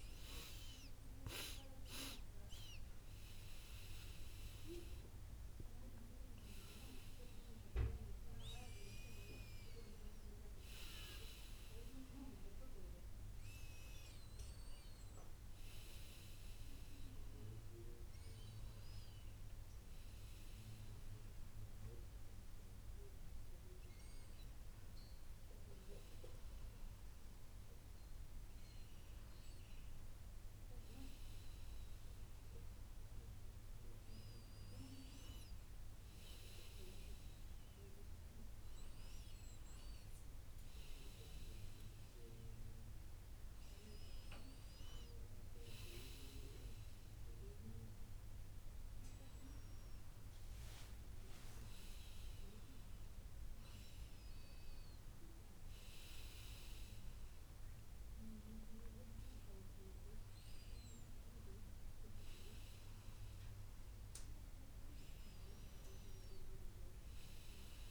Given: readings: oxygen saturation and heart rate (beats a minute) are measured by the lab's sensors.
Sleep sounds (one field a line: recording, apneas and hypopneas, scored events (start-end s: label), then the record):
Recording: breathing in sleep by a room microphone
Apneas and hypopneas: none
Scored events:
2.50-6.50 s: arousal
From the record:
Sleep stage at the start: N1 (lightest sleep)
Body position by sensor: on the back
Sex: male